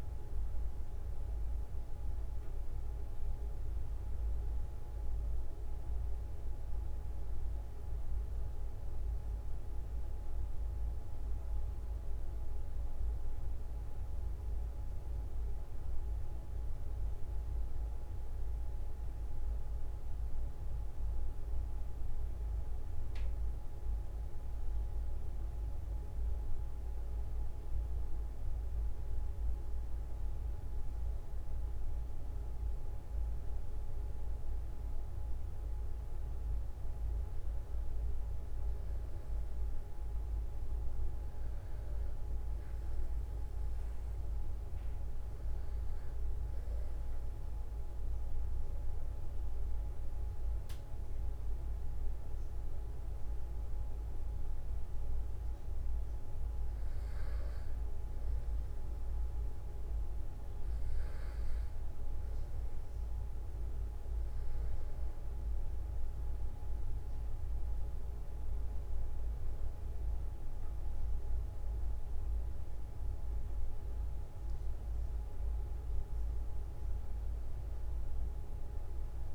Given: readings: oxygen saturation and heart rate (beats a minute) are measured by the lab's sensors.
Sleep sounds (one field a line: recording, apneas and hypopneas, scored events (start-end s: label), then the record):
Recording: breathing in sleep, hard to hear, by a room microphone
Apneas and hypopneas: none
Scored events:
77.00-79.35 s: new sleep stage, N2 (light sleep)
From the record:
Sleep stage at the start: N1 (lightest sleep)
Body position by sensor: on the back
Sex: male